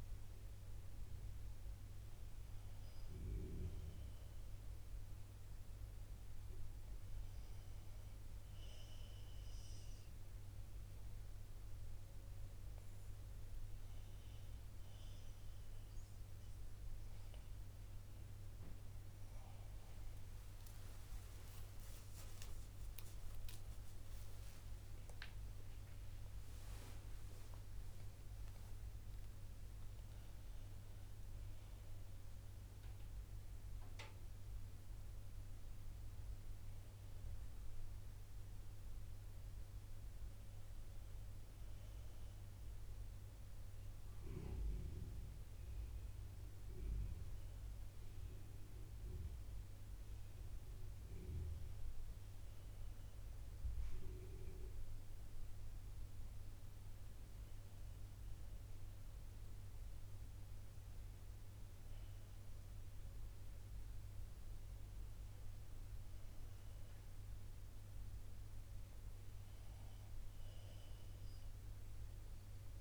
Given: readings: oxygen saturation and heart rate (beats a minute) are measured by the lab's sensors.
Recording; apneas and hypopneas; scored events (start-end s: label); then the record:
breathing in sleep, hard to hear, by a room microphone; 1
2.50-15.00 s: hypopnea (oxygen 95% before, 91% lowest, heart rate 66 before, 60 extreme, up 11 after)
20.50-26.00 s: arousal
From the record:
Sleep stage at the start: N1 (lightest sleep); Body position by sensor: on the back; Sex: female